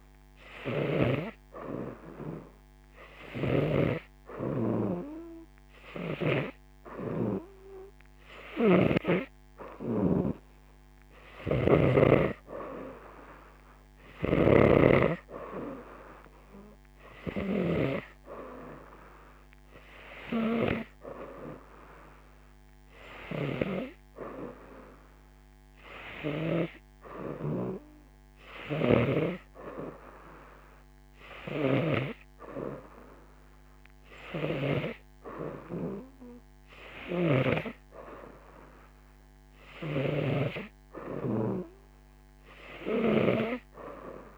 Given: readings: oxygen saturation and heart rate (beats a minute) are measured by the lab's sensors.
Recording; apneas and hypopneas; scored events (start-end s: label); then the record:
breathing in sleep by a microphone on the trachea; none
0.00-4.00 s: snoring (device-marked)
8.50-12.00 s: snoring (device-marked)
14.00-18.00 s: snoring (device-marked)
28.50-35.00 s: snoring (device-marked)
37.00-43.50 s: snoring (device-marked)
From the record:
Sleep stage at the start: N2 (light sleep); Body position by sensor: on the right side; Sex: female